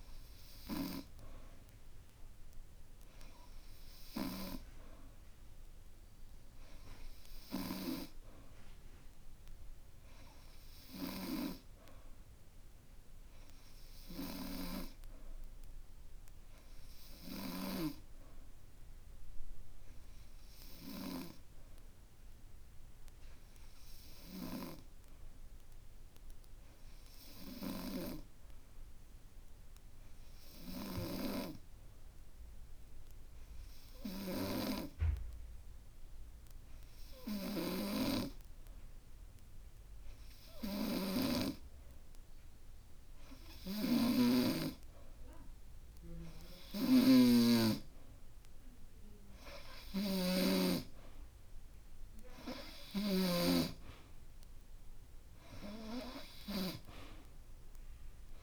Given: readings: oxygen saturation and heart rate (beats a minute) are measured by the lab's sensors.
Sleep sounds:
breathing in sleep by a room microphone; 1
24.50-46.00 s: hypopnea (oxygen 93% before, 88% lowest, heart rate 53 before, 51 extreme, up 8 after)
48.50-52.50 s: arousal
From the record:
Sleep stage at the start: N2 (light sleep); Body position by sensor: on the back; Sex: male

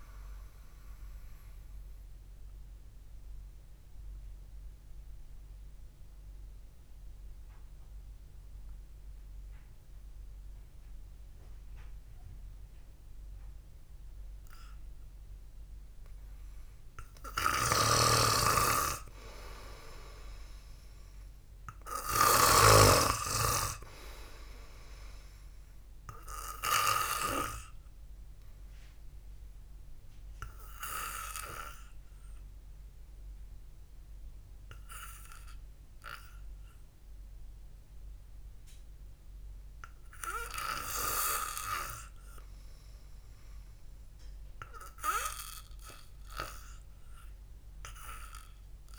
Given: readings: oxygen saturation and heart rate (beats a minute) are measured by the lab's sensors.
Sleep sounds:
breathing in sleep by a room microphone; 2
1.00-17.00 s: obstructive apnea (oxygen 98% before, 90% lowest, heart rate 60 before, 54 extreme, up 1 after)
7.00-17.00 s: oxygen desaturation (device-marked, oxygen 95% before, 91% lowest, heart rate 58 before, 54 extreme)
18.00-23.00 s: snoring (device-marked)
19.50-22.50 s: arousal
27.50-42.50 s: obstructive apnea (oxygen 97% before, 89% lowest, heart rate 62 before, 52 extreme, up 7 after)
30.00-36.00 s: oxygen desaturation (device-marked, oxygen 97% before, 92% lowest, heart rate 61 before, 52 extreme)
45.50-48.99 s: arousal
From the record:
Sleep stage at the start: N2 (light sleep); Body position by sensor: on the back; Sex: male

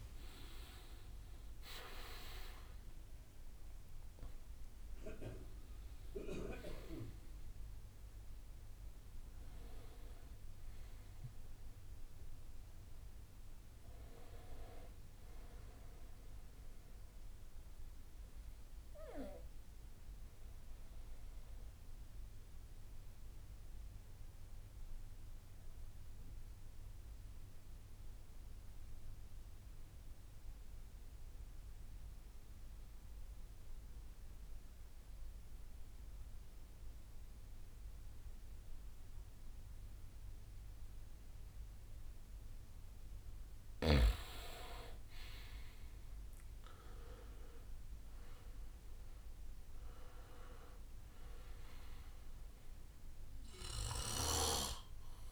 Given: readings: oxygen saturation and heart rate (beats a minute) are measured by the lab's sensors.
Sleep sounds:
breathing in sleep by a room microphone; 1
0.00-4.00 s: arousal
0.00-11.00 s: drop in pulse transit time (device-marked, heart rate 73 extreme)
0.00-18.00 s: oxygen desaturation (device-marked, oxygen 83% lowest, heart rate 56 extreme)
14.00-28.00 s: bradycardia (device-marked, heart rate 70 before, 56 extreme)
20.00-42.00 s: obstructive apnea (oxygen 99% before, 88% lowest, heart rate 70 before, 56 extreme, up 25 after)
38.00-55.31 s: oxygen desaturation (device-marked, oxygen 99% before, 88% lowest, heart rate 59 before, 56 extreme)
43.50-48.00 s: arousal
44.00-46.00 s: long interval between heartbeats (device-marked, heart rate 61 before, 70 extreme)
48.50-50.50 s: long interval between heartbeats (device-marked, heart rate 64 before, 86 extreme)
From the record:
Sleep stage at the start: N2 (light sleep); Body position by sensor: on the back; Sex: male

